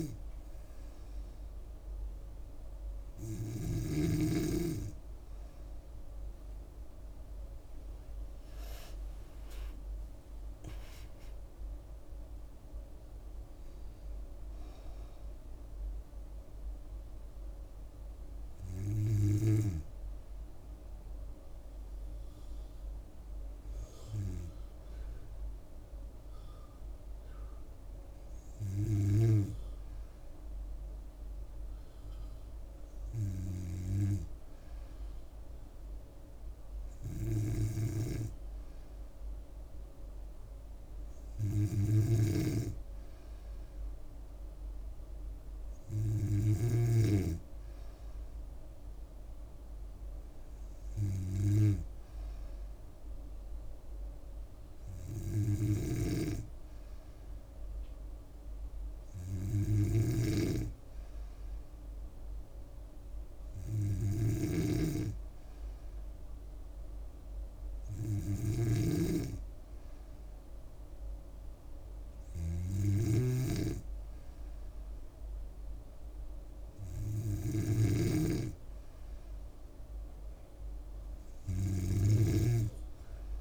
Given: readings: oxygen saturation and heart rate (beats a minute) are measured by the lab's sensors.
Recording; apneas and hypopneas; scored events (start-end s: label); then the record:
breathing in sleep by a room microphone; none
0.00-4.00 s: snoring (device-marked)
9.00-13.00 s: arousal
23.50-83.41 s: new sleep stage, N2 (light sleep)
42.00-47.00 s: snoring (device-marked)
60.00-82.50 s: snoring (device-marked)
From the record:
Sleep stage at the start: N3 (deep sleep); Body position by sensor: on the back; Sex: female